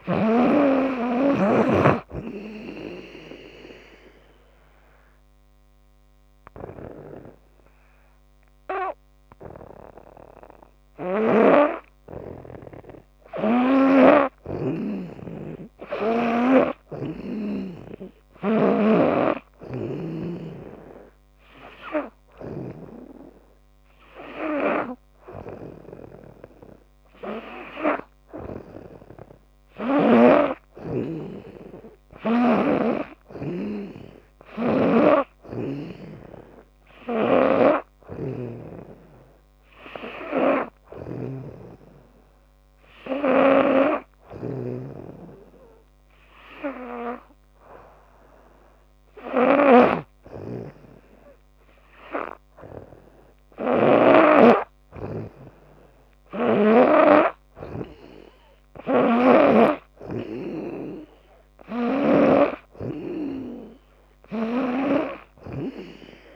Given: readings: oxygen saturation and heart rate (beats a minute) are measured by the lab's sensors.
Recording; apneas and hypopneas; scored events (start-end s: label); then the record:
breathing in sleep by a microphone on the trachea; 1
2.00-12.00 s: obstructive apnea (oxygen 97% before, 95% lowest, heart rate 86 before, 83 extreme, up 4 after)
10.50-17.00 s: snoring (device-marked)
15.50-19.00 s: arousal
19.00-22.50 s: snoring (device-marked)
37.00-41.00 s: snoring (device-marked)
43.00-54.00 s: snoring (device-marked)
58.50-65.50 s: snoring (device-marked)
From the record:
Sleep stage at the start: N2 (light sleep); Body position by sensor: on the back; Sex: female